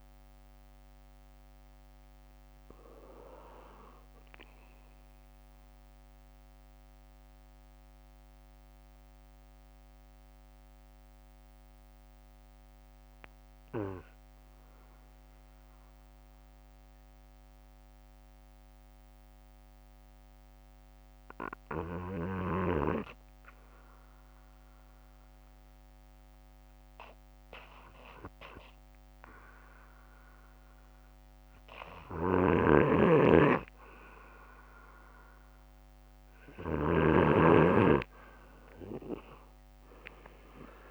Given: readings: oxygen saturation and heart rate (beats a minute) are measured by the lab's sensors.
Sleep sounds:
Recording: breathing in sleep by a microphone on the trachea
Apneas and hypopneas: 1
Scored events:
1.00-20.00 s: oxygen desaturation (device-marked, oxygen 93% before, 88% lowest, heart rate 70 before, 57 extreme)
5.00-31.50 s: mixed apnea (oxygen 95% before, 88% lowest, heart rate 70 before, 54 extreme, up 8 after)
30.00-32.00 s: bradycardia (device-marked, heart rate 64 before, 57 extreme)
32.00-37.00 s: snoring (device-marked)
35.50-40.50 s: arousal
From the record:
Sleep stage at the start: REM sleep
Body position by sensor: on the back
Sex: male

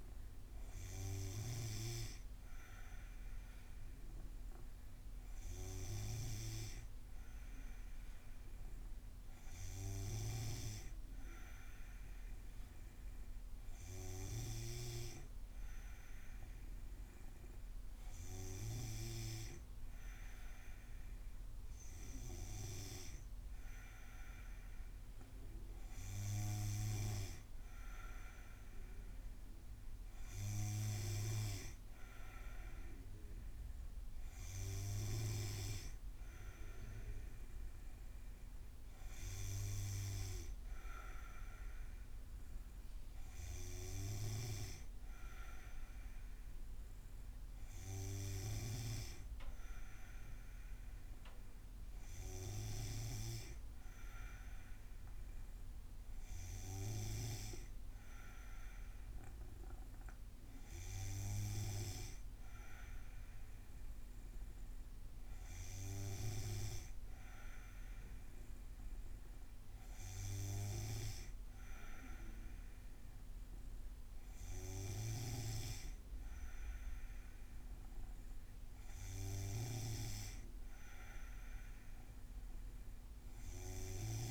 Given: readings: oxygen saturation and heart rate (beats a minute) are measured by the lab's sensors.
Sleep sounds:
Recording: breathing in sleep by a room microphone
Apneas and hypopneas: none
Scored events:
none scored
From the record:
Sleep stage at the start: N2 (light sleep)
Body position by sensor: on the back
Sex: female

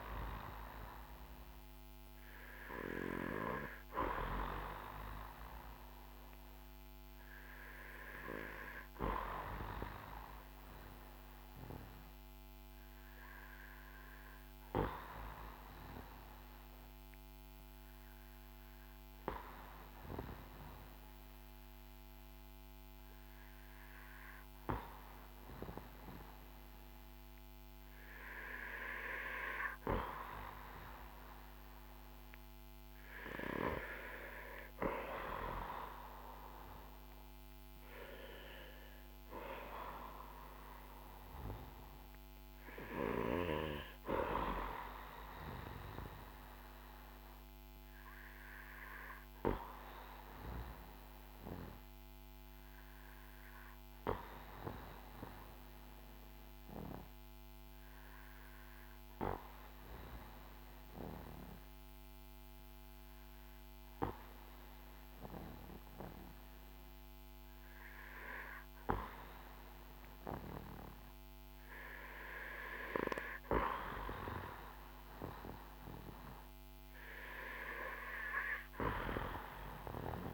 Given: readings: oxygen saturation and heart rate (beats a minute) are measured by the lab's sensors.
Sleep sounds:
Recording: breathing in sleep by a microphone on the trachea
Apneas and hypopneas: 2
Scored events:
14.00-28.50 s: obstructive apnea (oxygen 95% before, 93% lowest, heart rate 54 before, 52 extreme, up 9 after)
32.50-37.50 s: arousal
48.00-72.00 s: obstructive apnea (oxygen 96% before, 92% lowest, heart rate 60 before, 53 extreme, up 7 after)
74.00-79.00 s: arousal
From the record:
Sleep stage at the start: N2 (light sleep)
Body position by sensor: on the back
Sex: male

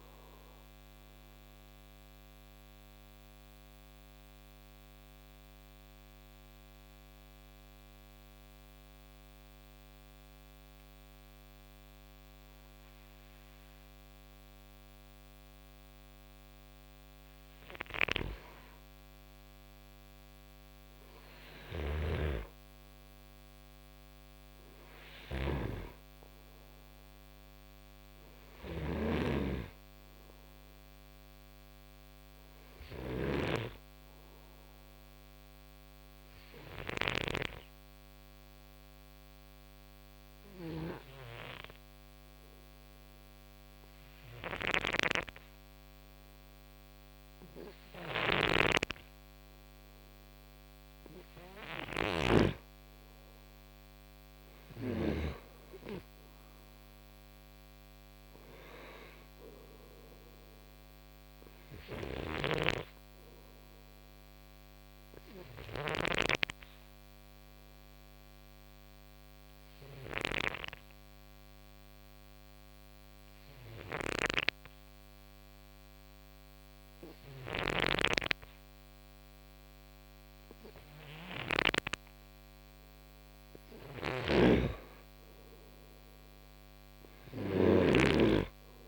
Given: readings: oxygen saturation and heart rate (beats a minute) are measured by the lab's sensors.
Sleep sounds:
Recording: a person partly awake in a sleep study, by a microphone on the trachea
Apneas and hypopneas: 3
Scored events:
3.00-17.00 s: mixed apnea (oxygen 98% before, 92% lowest, heart rate 89 before, 55 extreme, up 9 after)
7.50-88.88 s: new sleep stage, N2 (light sleep)
20.00-26.00 s: arousal
21.00-37.00 s: snoring (device-marked)
22.50-35.50 s: oxygen desaturation (device-marked, oxygen 97% before, 94% lowest, heart rate 60 before, 58 extreme)
36.00-51.00 s: obstructive apnea (oxygen 98% before, 92% lowest, heart rate 63 before, 57 extreme, up 10 after)
47.50-55.00 s: snoring (device-marked)
53.50-58.00 s: arousal
66.00-82.00 s: obstructive apnea (oxygen 95% before, 92% lowest, heart rate 63 before, 56 extreme, up 10 after)
83.50-88.88 s: snoring (device-marked)
85.50-88.88 s: arousal
From the record:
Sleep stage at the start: awake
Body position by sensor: on the right side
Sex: male

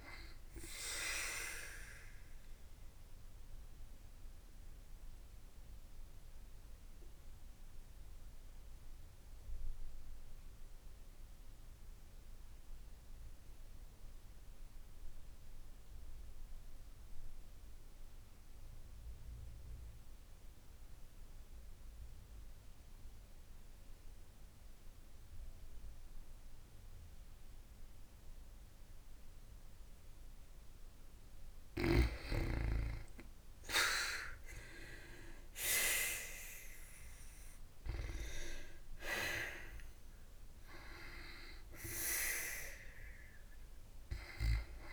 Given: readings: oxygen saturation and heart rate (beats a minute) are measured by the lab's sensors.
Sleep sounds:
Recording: breathing in sleep by a room microphone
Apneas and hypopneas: 1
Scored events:
2.00-30.50 s: obstructive apnea (oxygen 97% before, 89% lowest, heart rate 60 before, 50 extreme, up 8 after)
28.00-37.00 s: oxygen desaturation (device-marked, oxygen 97% before, 91% lowest, heart rate 54 before, 53 extreme)
34.50-37.00 s: arousal
From the record:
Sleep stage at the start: N2 (light sleep)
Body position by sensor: on the back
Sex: female

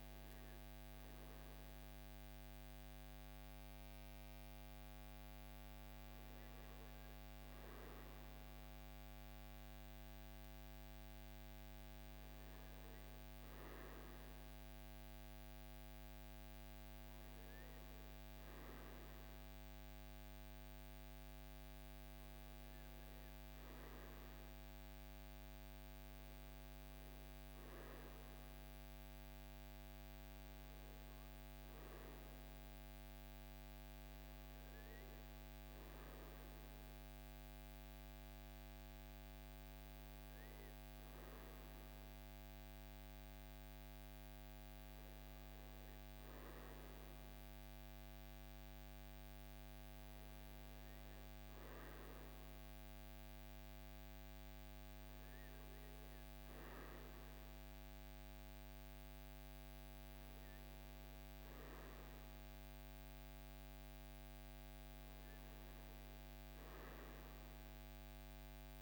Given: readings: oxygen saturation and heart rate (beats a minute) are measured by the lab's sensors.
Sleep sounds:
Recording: breathing in sleep, hard to hear, by a microphone on the trachea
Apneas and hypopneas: none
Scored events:
none scored
From the record:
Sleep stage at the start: REM sleep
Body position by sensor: on the right side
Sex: male

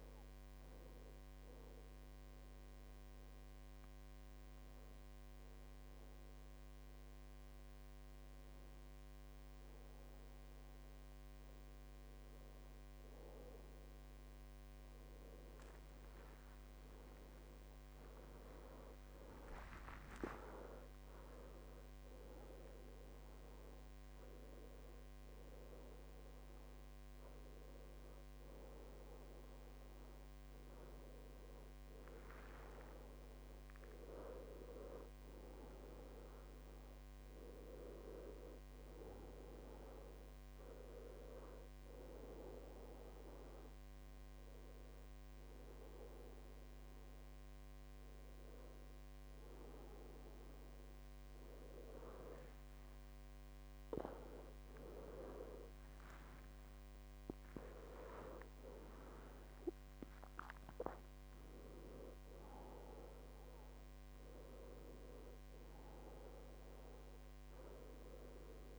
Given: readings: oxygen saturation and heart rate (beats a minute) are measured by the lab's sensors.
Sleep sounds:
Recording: breathing in sleep by a microphone on the trachea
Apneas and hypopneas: 2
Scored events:
0.00-13.50 s: oxygen desaturation (device-marked, oxygen 90% lowest, heart rate 62 extreme)
1.50-14.50 s: hypopnea (oxygen 98% before, 90% lowest, heart rate 72 before, 62 extreme, up 23 after)
16.50-20.50 s: arousal
42.50-52.50 s: obstructive apnea (oxygen 99% before, 95% lowest, heart rate 75 before, 67 extreme, up 11 after)
54.50-57.50 s: arousal
From the record:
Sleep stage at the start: N2 (light sleep)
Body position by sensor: on the back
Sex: male

